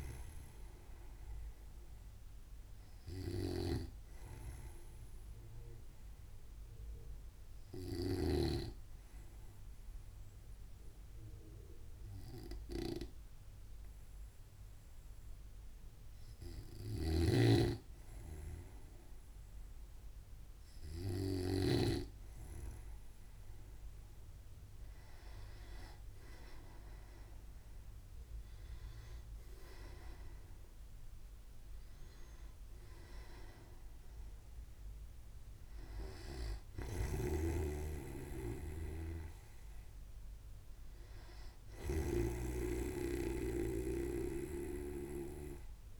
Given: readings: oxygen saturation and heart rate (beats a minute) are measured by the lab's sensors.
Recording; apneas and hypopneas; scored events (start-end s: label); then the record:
breathing in sleep by a room microphone; 1
0.00-9.00 s: snoring (device-marked)
6.00-19.00 s: hypopnea (oxygen 96% before, 94% lowest, heart rate 64 before, 62 extreme, up 2 after)
17.50-22.50 s: snoring (device-marked)
26.50-30.50 s: arousal
37.50-43.00 s: snoring (device-marked)
45.00-46.00 s: snoring (device-marked)
From the record:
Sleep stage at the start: N2 (light sleep); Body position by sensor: on the right side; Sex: male